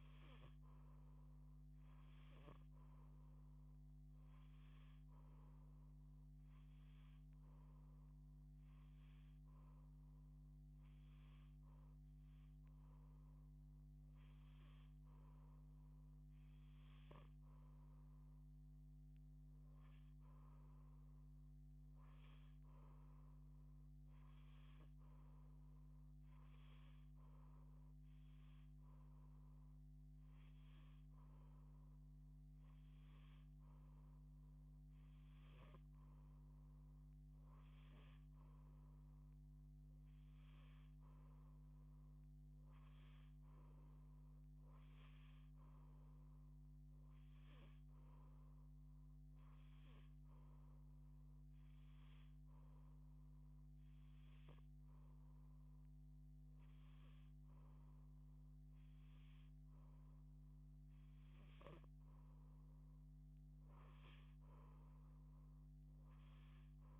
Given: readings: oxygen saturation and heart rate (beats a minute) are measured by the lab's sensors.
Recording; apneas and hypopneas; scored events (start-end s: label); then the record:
breathing in sleep, hard to hear, by a microphone on the trachea; 3
5.00-15.50 s: hypopnea (oxygen 90% before, 87% lowest, heart rate 156 before, 37 extreme)
18.50-22.50 s: arousal
27.50-38.00 s: hypopnea (oxygen 89% before, 86% lowest, heart rate 113 before, 63 extreme)
40.50-44.00 s: arousal
50.50-61.50 s: hypopnea (oxygen 89% before, 86% lowest, heart rate 131 before, 162 extreme, up 26 after)
63.50-67.00 s: arousal
From the record:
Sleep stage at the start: N2 (light sleep); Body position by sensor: on the back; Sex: female